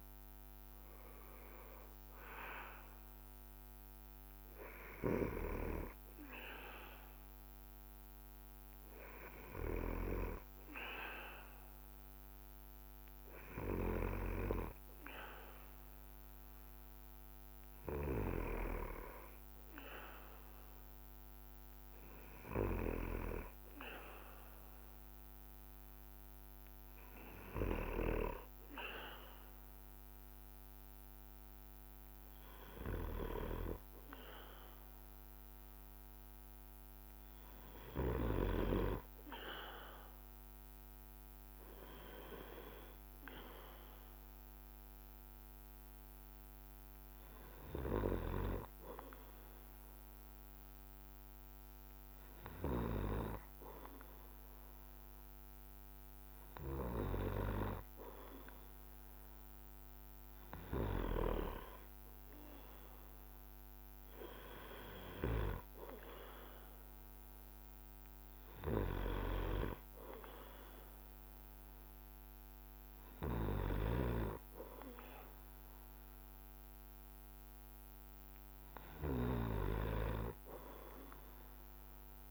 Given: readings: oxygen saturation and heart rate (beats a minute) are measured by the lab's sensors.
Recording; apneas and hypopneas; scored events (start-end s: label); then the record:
breathing in sleep by a microphone on the trachea; none
5.00-38.50 s: snoring (device-marked)
56.50-61.00 s: snoring (device-marked)
68.50-82.31 s: snoring (device-marked)
From the record:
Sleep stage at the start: N2 (light sleep); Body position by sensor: on the back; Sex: male